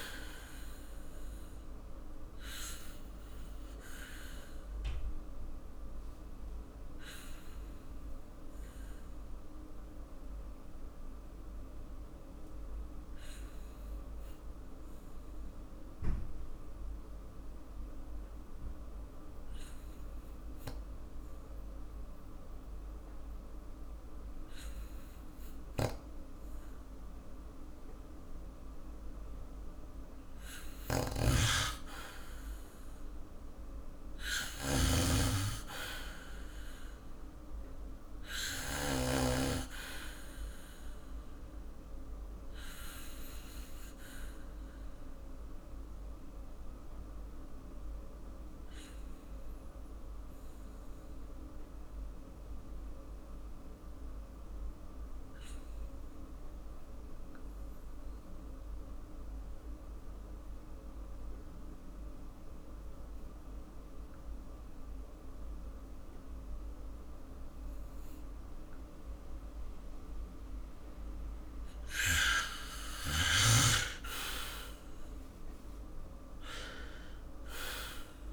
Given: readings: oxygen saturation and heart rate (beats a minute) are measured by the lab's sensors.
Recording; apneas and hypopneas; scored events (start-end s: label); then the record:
breathing in sleep by a room microphone; 2
4.50-29.50 s: obstructive apnea (oxygen 97% before, 93% lowest, heart rate 55 before, 45 extreme, up 9 after)
30.50-39.00 s: snoring (device-marked)
32.50-36.00 s: arousal
43.00-70.50 s: obstructive apnea (oxygen 97% before, 93% lowest, heart rate 53 before, 48 extreme, up 9 after)
61.50-75.50 s: oxygen desaturation (device-marked, oxygen 97% before, 93% lowest, heart rate 52 before, 50 extreme)
73.50-78.33 s: arousal
From the record:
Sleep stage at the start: N2 (light sleep); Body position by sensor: on the back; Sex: male